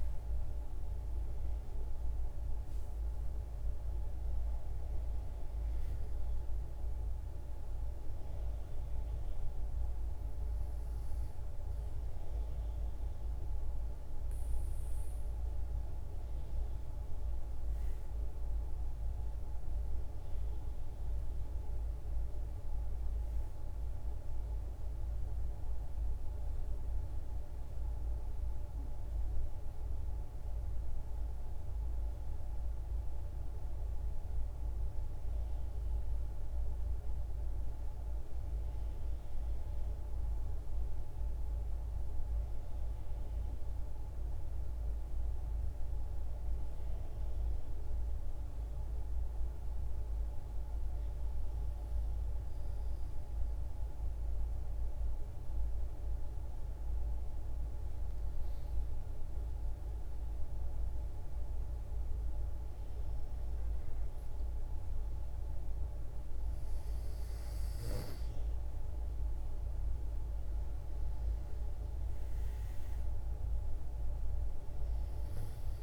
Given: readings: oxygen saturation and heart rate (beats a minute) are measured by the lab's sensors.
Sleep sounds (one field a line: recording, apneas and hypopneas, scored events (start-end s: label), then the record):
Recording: breathing in sleep, hard to hear, by a room microphone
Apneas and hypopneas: 1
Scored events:
53.00-65.50 s: obstructive apnea (oxygen 96% before, 91% lowest, heart rate 62 before, 59 extreme, up 9 after)
66.00-75.83 s: oxygen desaturation (device-marked, oxygen 95% before, 91% lowest, heart rate 60 before, 58 extreme)
66.50-70.00 s: arousal
From the record:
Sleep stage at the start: N2 (light sleep)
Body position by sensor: on the back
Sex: female